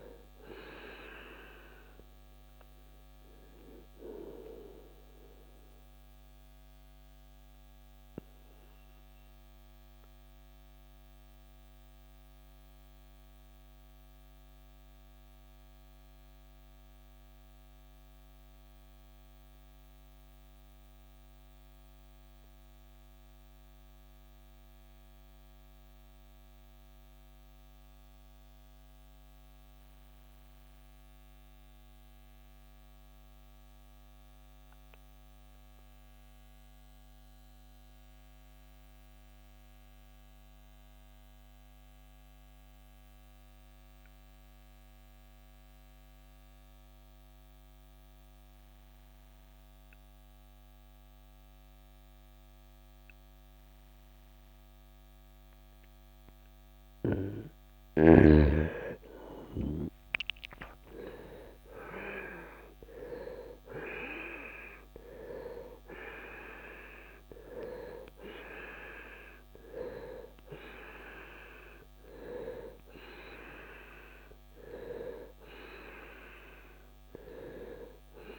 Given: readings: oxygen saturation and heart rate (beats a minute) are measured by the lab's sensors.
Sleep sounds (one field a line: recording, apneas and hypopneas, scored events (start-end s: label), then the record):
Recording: breathing in sleep by a microphone on the trachea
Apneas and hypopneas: 1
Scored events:
0.00-19.00 s: oxygen desaturation (device-marked, oxygen 82% lowest, heart rate 49 extreme)
5.00-57.50 s: mixed apnea (oxygen 95% before, 81% lowest, heart rate 82 before, 47 extreme, up 30 after)
45.00-78.39 s: oxygen desaturation (device-marked, oxygen 98% before, 81% lowest, heart rate 71 before, 47 extreme)
59.00-64.00 s: arousal
From the record:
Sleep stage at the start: N2 (light sleep)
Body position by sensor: on the right side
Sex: male